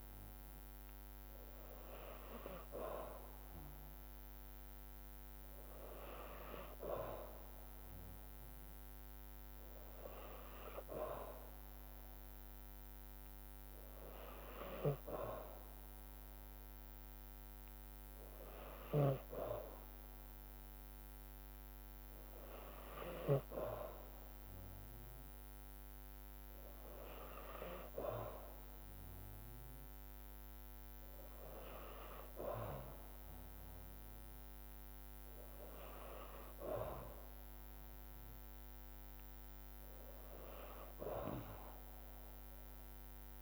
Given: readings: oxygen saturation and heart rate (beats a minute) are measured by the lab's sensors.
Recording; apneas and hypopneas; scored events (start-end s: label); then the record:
breathing in sleep by a microphone on the trachea; none
none scored
From the record:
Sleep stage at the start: N2 (light sleep); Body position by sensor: on the back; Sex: female